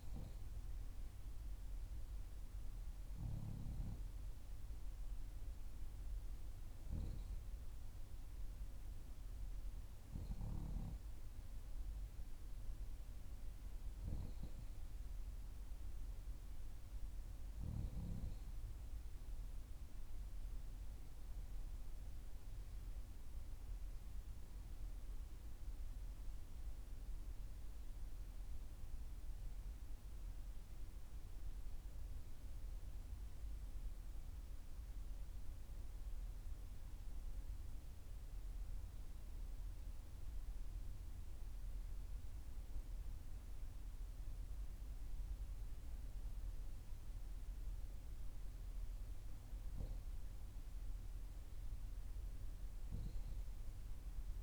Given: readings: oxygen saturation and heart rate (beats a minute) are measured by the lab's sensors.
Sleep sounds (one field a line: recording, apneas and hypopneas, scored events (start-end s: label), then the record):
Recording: breathing in sleep by a room microphone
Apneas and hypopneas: none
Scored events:
none scored
From the record:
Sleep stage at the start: N3 (deep sleep)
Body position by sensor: on the back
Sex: female